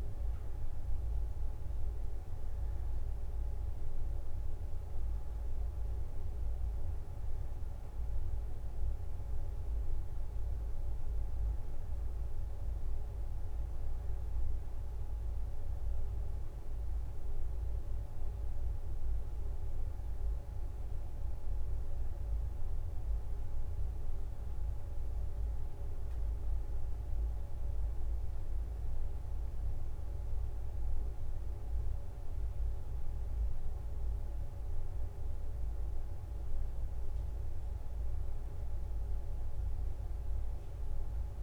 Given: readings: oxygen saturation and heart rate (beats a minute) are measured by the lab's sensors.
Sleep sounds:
a person awake in a sleep study, hard to hear, by a room microphone; none
10.00-20.00 s: leg movement (device-marked)
22.00-24.00 s: leg movement (device-marked)
27.50-36.50 s: leg movement (device-marked)
39.50-41.43 s: leg movement (device-marked)
From the record:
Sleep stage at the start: awake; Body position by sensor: on the back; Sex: female

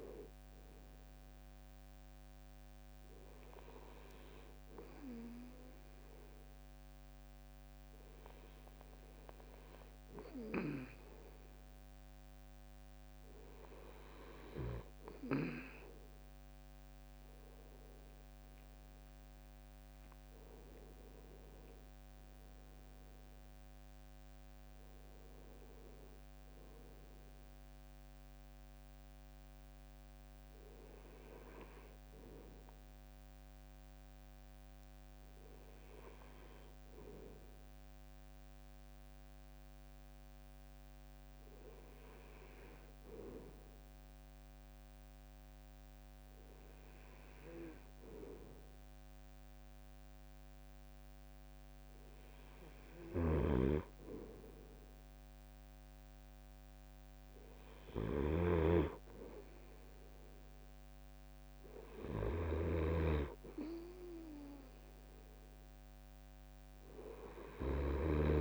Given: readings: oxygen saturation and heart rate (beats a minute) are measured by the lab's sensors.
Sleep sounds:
breathing in sleep by a microphone on the trachea; none
19.50-22.50 s: arousal
20.00-32.00 s: drop in pulse transit time (device-marked, heart rate 68 before, 62 extreme)
52.50-68.41 s: snoring (device-marked)
From the record:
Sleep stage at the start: N2 (light sleep); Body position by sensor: on the right side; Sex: male

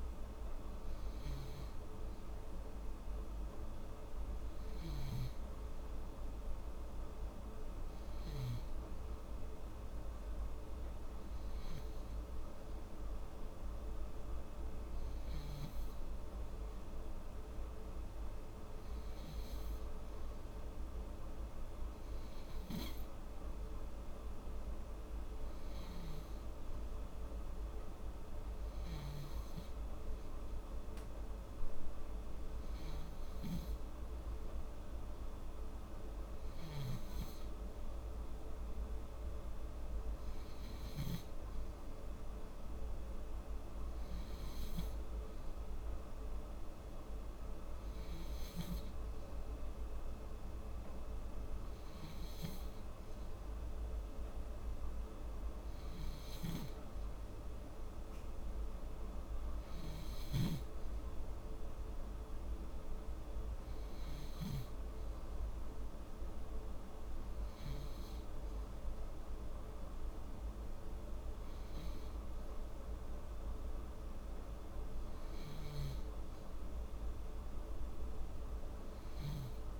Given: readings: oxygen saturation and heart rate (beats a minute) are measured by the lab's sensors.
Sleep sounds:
breathing in sleep, hard to hear, by a room microphone; none
none scored
From the record:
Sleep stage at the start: N3 (deep sleep); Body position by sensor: on the back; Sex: female

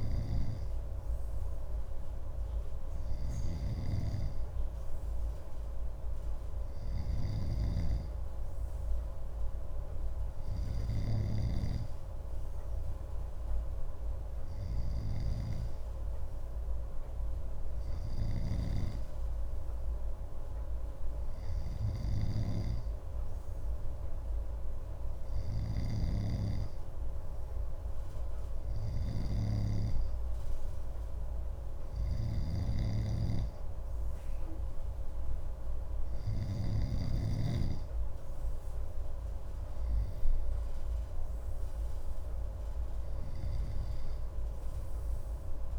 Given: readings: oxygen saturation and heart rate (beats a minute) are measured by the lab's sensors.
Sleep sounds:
breathing in sleep by a room microphone; none
0.00-11.50 s: snoring (device-marked)
18.00-37.00 s: snoring (device-marked)
From the record:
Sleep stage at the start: N2 (light sleep); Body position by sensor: on the left side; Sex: male

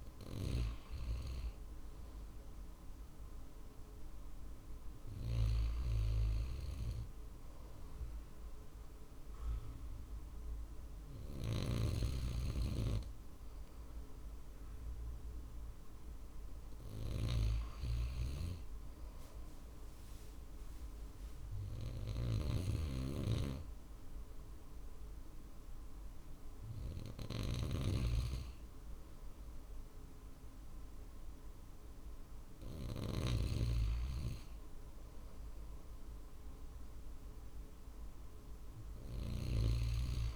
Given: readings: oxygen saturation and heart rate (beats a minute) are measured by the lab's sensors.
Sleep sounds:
breathing in sleep by a room microphone; none
21.50-32.50 s: snoring (device-marked)
From the record:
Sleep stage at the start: N2 (light sleep); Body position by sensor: on the right side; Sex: male

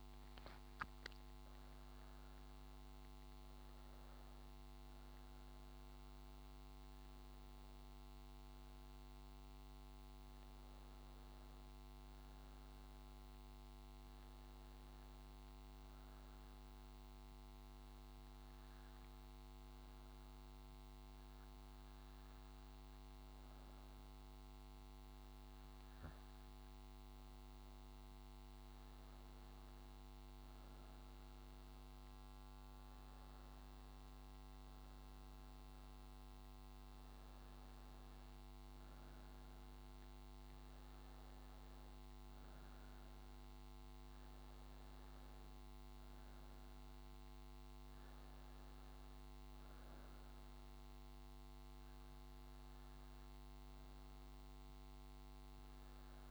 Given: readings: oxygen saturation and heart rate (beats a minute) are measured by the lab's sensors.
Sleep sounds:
breathing in sleep, hard to hear, by a microphone on the trachea; 1
13.50-29.50 s: hypopnea (oxygen 98% before, 93% lowest, heart rate 87 before, 71 extreme, up 4 after)
26.00-48.00 s: oxygen desaturation (device-marked, oxygen 97% before, 94% lowest, heart rate 78 before, 69 extreme)
30.50-35.00 s: arousal
From the record:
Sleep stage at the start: N1 (lightest sleep); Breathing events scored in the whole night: 112 in 4.4 hours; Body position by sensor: on the back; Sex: female

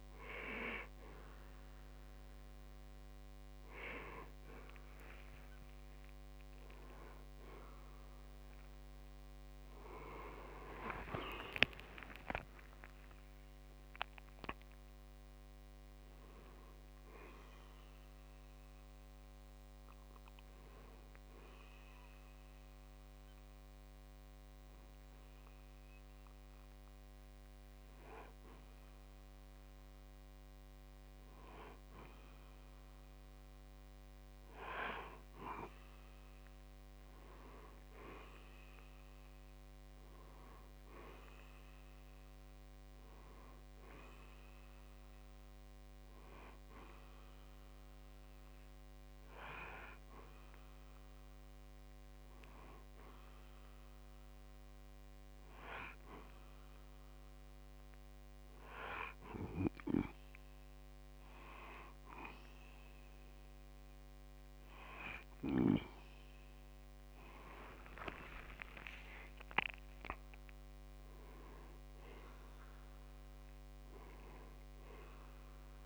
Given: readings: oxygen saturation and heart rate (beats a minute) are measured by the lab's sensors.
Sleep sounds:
breathing in sleep by a microphone on the trachea; 1
5.00-10.00 s: arousal
20.50-31.50 s: hypopnea (oxygen 94% before, 94% lowest, heart rate 87 before, 60 extreme, up 18 after)
34.50-39.00 s: arousal
63.50-75.86 s: new sleep stage, N1 (lightest sleep)
67.00-70.50 s: arousal
From the record:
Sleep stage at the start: N2 (light sleep); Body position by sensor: on the back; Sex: male

